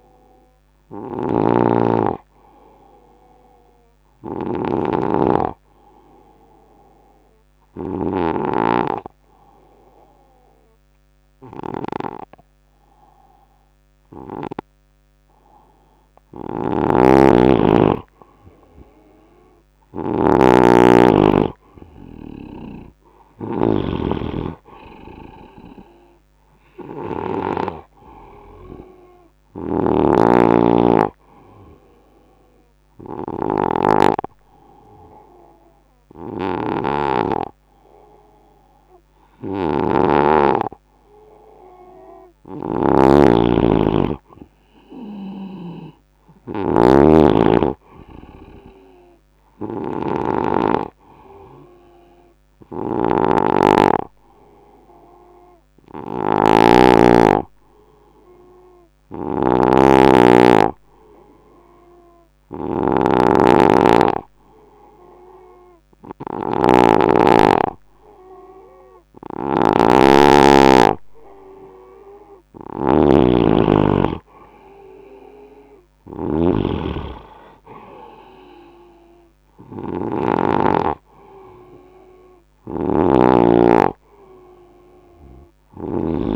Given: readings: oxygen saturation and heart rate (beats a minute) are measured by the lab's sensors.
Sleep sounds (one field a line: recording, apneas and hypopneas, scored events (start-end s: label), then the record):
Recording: breathing in sleep by a microphone on the trachea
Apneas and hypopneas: 3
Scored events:
0.00-1.00 s: oxygen desaturation (device-marked, oxygen 91% lowest, heart rate 73 extreme)
0.00-14.50 s: snoring (device-marked)
2.50-16.00 s: hypopnea (oxygen 96% before, 93% lowest, heart rate 80 before, 73 extreme, up 6 after)
16.50-27.00 s: snoring (device-marked)
19.00-22.50 s: arousal
28.00-40.00 s: hypopnea (oxygen 98% before, 92% lowest, heart rate 78 before, 71 extreme, up 6 after)
29.00-86.36 s: snoring (device-marked)
30.00-42.00 s: oxygen desaturation (device-marked, oxygen 96% before, 93% lowest, heart rate 79 before, 70 extreme)
41.50-45.00 s: arousal
56.00-71.50 s: hypopnea (oxygen 96% before, 92% lowest, heart rate 78 before, 70 extreme, up 16 after)
72.00-86.36 s: oxygen desaturation (device-marked, oxygen 96% before, 92% lowest, heart rate 74 before, 72 extreme)
74.00-77.00 s: arousal
From the record:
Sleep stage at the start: N2 (light sleep)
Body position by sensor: on the right side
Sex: male